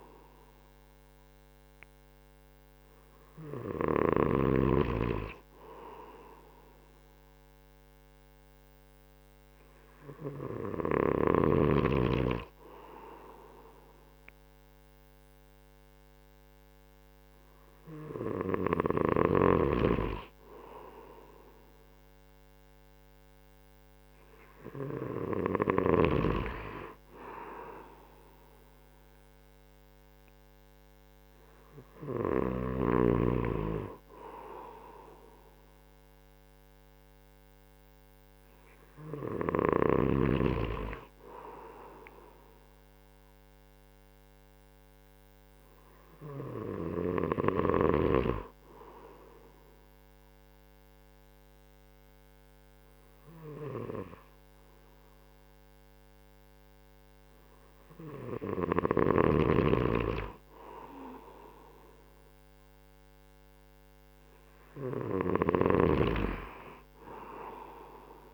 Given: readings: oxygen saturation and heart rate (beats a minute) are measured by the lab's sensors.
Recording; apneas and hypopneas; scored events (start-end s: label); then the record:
breathing in sleep by a microphone on the trachea; 1
49.50-60.00 s: obstructive apnea (oxygen 96% before, 94% lowest)
62.50-66.50 s: arousal
From the record:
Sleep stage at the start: N2 (light sleep); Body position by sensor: on the right side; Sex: male